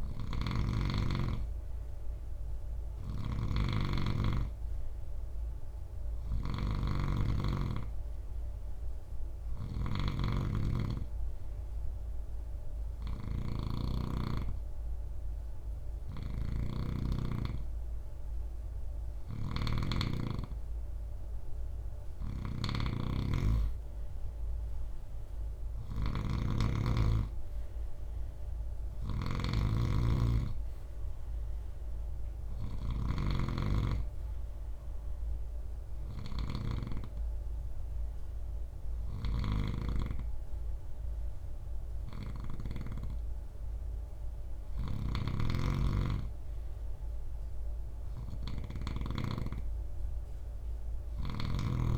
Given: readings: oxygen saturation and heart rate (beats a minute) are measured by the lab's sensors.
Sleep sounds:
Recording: breathing in sleep by a room microphone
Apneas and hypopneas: none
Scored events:
2.00-32.50 s: snoring (device-marked)
31.50-51.98 s: new sleep stage, N3 (deep sleep)
38.50-48.50 s: snoring (device-marked)
From the record:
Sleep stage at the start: N2 (light sleep)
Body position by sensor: on the right side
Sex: male

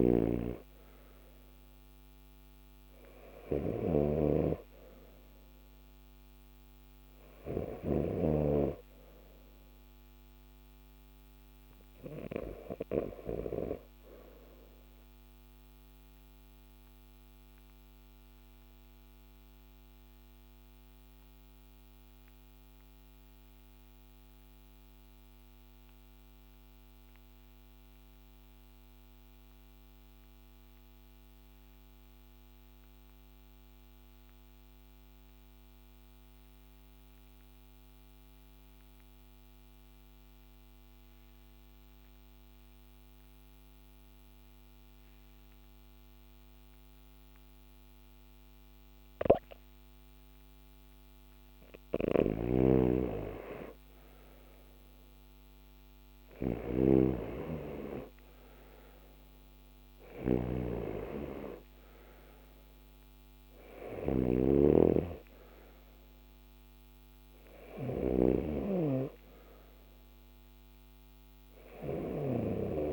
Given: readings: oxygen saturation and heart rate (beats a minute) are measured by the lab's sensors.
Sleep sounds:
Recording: breathing in sleep by a microphone on the trachea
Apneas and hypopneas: 1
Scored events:
0.00-7.50 s: snoring (device-marked)
0.00-24.00 s: oxygen desaturation (device-marked, oxygen 89% lowest, heart rate 50 extreme)
15.50-51.00 s: obstructive apnea (oxygen 96% before, 88% lowest, heart rate 56 before, 50 extreme, up 6 after)
51.50-68.00 s: snoring (device-marked)
53.00-58.00 s: arousal
56.00-72.92 s: oxygen desaturation (device-marked, oxygen 97% before, 88% lowest, heart rate 52 before, 50 extreme)
From the record:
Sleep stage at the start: REM sleep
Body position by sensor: on the left side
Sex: male

